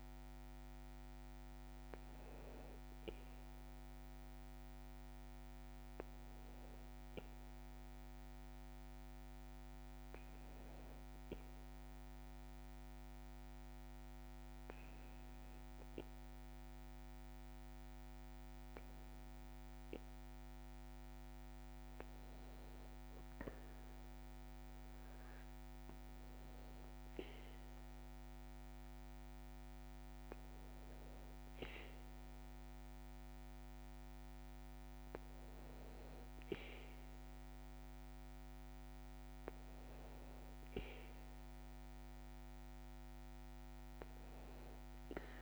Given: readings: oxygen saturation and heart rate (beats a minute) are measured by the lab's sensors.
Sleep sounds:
breathing in sleep, hard to hear, by a microphone on the trachea; none
none scored
From the record:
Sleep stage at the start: N2 (light sleep); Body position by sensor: on the back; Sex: male

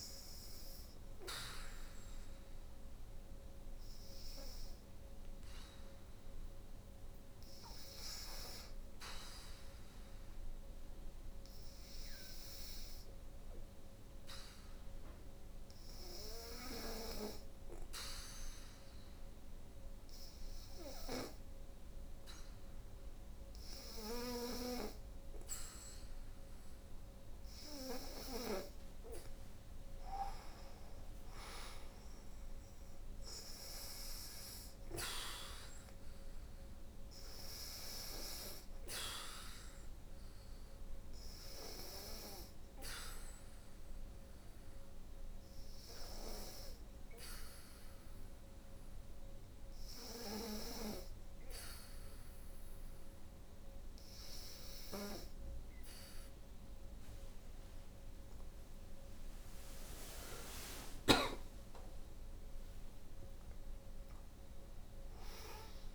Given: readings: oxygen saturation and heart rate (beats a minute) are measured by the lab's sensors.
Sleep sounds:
breathing in sleep by a room microphone; 2
0.00-20.00 s: oxygen desaturation (device-marked, oxygen 95% before, 90% lowest, heart rate 64 before, 61 extreme)
11.00-26.00 s: obstructive apnea (oxygen 95% before, 86% lowest, heart rate 63 before, 59 extreme, up 6 after)
29.00-32.50 s: arousal
30.00-54.00 s: oxygen desaturation (device-marked, oxygen 91% before, 86% lowest, heart rate 64 before, 59 extreme)
37.50-58.50 s: hypopnea (oxygen 91% before, 86% lowest, heart rate 64 before, 59 extreme, up 16 after)
58.00-65.94 s: new sleep stage, awake
From the record:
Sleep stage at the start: N2 (light sleep); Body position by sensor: on the back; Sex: female

